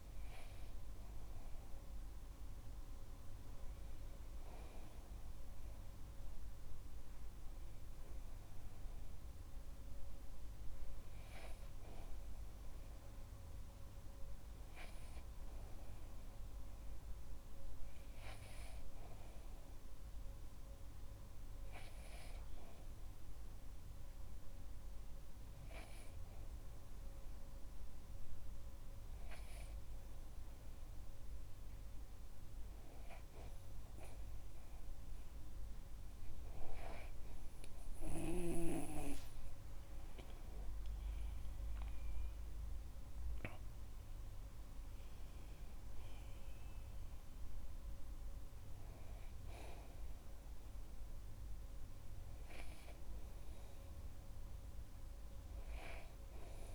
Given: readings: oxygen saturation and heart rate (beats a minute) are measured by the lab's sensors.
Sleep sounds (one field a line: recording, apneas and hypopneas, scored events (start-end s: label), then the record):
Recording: breathing in sleep by a room microphone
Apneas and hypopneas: 1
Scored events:
11.00-29.00 s: hypopnea (oxygen 98% before, 96% lowest)
31.50-36.00 s: arousal
From the record:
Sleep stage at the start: N2 (light sleep)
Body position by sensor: on the back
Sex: male